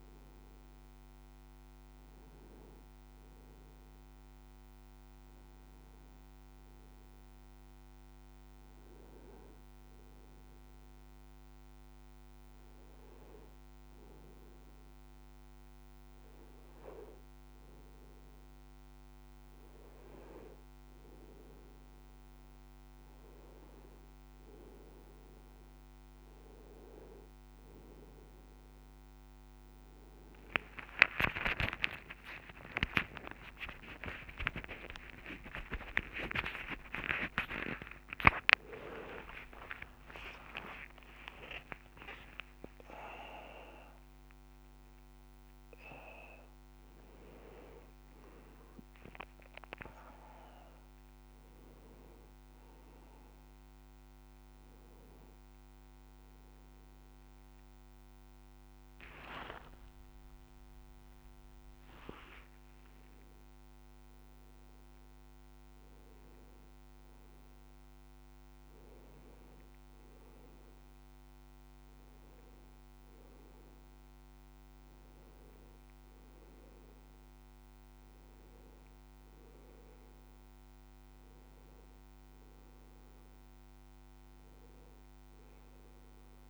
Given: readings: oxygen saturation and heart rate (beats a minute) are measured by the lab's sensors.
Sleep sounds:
a person partly awake in a sleep study, by a microphone on the trachea; 1
11.50-25.00 s: hypopnea (oxygen 97% before, 94% lowest, heart rate 62 before, 56 extreme, up 11 after)
36.50-66.50 s: new sleep stage, awake
66.50-86.50 s: new sleep stage, N1 (lightest sleep)
From the record:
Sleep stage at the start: N2 (light sleep); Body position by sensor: on the back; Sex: male

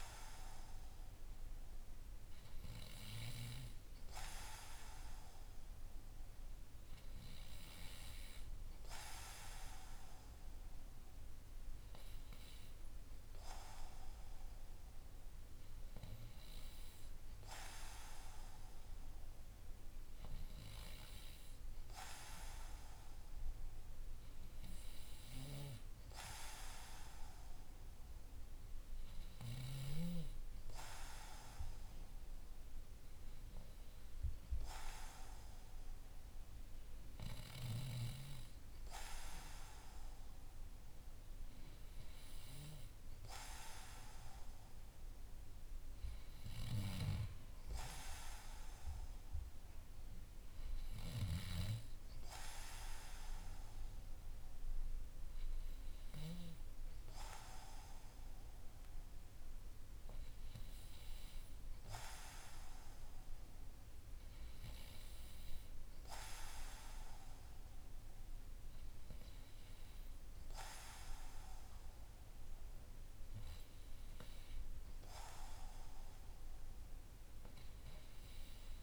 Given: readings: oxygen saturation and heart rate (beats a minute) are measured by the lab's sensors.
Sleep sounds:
breathing in sleep by a room microphone; none
none scored
From the record:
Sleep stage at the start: N3 (deep sleep); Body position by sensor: on the back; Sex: male

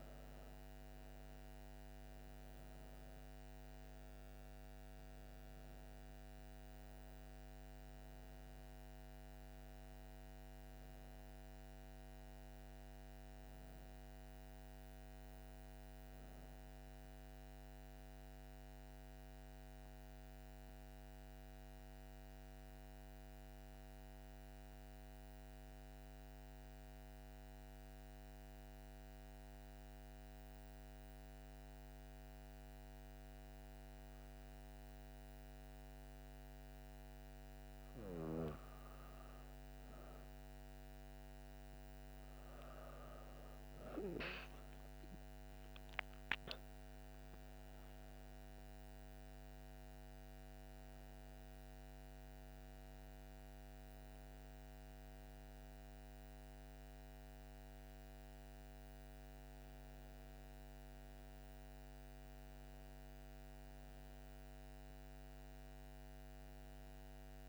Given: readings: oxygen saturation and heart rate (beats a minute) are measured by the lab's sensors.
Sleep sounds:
breathing in sleep, hard to hear, by a microphone on the trachea; 1
0.00-19.00 s: oxygen desaturation (device-marked, oxygen 91% lowest)
18.00-32.50 s: central apnea (oxygen 97% before, 91% lowest)
34.00-38.50 s: arousal
41.00-64.00 s: oxygen desaturation (device-marked, oxygen 97% before, 91% lowest)
65.00-67.49 s: arousal
From the record:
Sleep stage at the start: N2 (light sleep); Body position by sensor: on the back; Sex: female

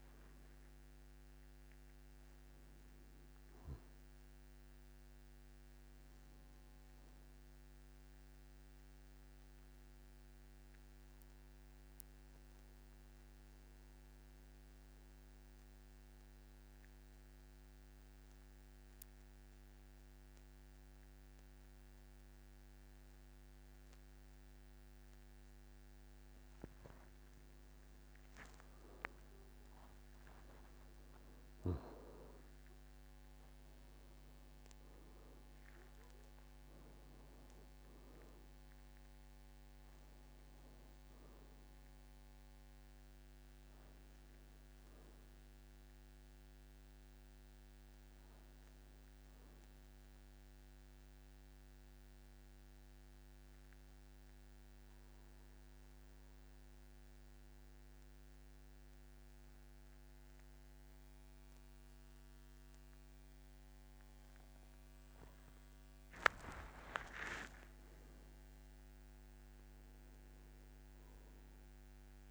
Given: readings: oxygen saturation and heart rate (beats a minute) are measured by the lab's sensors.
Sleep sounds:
breathing in sleep, hard to hear, by a microphone on the trachea; 2
0.00-14.50 s: oxygen desaturation (device-marked, oxygen 89% lowest, heart rate 48 extreme)
9.00-27.00 s: mixed apnea (oxygen 98% before, 90% lowest, heart rate 78 before, 48 extreme, up 16 after)
28.50-32.50 s: arousal
29.50-56.50 s: oxygen desaturation (device-marked, oxygen 99% before, 93% lowest, heart rate 50 before, 49 extreme)
51.00-66.50 s: mixed apnea (oxygen 99% before, 89% lowest, heart rate 60 before, 49 extreme, up 11 after)
66.50-70.50 s: arousal
70.50-72.31 s: oxygen desaturation (device-marked, oxygen 99% before, 94% lowest, heart rate 51 before, 49 extreme)
From the record:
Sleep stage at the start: N2 (light sleep); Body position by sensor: on the back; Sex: male

